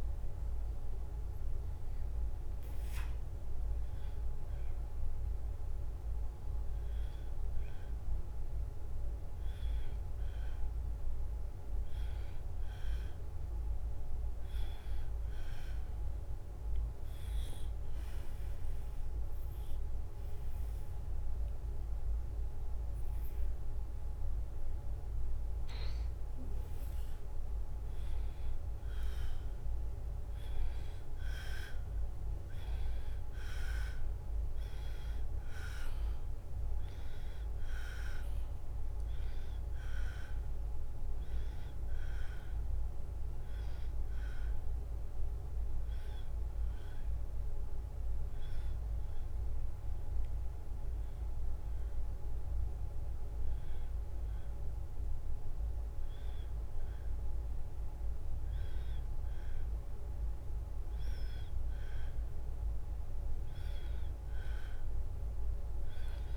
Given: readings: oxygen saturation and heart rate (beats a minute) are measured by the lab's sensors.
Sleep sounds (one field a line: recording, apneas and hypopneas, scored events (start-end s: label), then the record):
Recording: breathing in sleep, hard to hear, by a room microphone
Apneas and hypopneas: 2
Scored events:
0.00-2.00 s: drop in pulse transit time (device-marked, heart rate 74 extreme)
0.00-16.00 s: oxygen desaturation (device-marked, oxygen 90% lowest, heart rate 72 extreme)
15.00-25.50 s: obstructive apnea (oxygen 93% before, 90% lowest, heart rate 75 before, 72 extreme, up 1 after)
28.00-33.00 s: arousal
43.00-54.00 s: oxygen desaturation (device-marked, oxygen 94% before, 90% lowest, heart rate 73 before, 74 extreme)
43.00-55.50 s: obstructive apnea (oxygen 95% before, 88% lowest, heart rate 73 before, 74 extreme)
60.00-63.50 s: arousal
From the record:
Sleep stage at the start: N2 (light sleep)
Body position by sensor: on the back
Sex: male